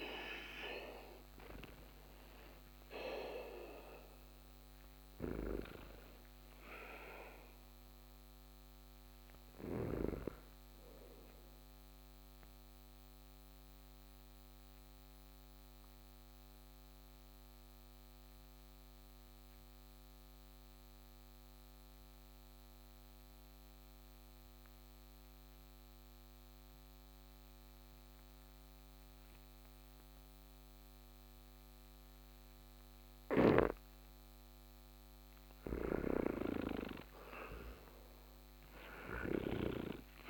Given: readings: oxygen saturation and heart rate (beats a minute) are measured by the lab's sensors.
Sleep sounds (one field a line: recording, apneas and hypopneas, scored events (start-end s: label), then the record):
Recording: breathing in sleep by a microphone on the trachea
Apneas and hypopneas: 1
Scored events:
0.00-26.50 s: oxygen desaturation (device-marked, oxygen 86% lowest)
5.00-10.00 s: snoring (device-marked)
11.00-33.00 s: obstructive apnea (oxygen 98% before, 86% lowest)
35.00-39.00 s: arousal
35.50-39.50 s: snoring (device-marked)
From the record:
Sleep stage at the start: N2 (light sleep)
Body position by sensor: on the back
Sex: male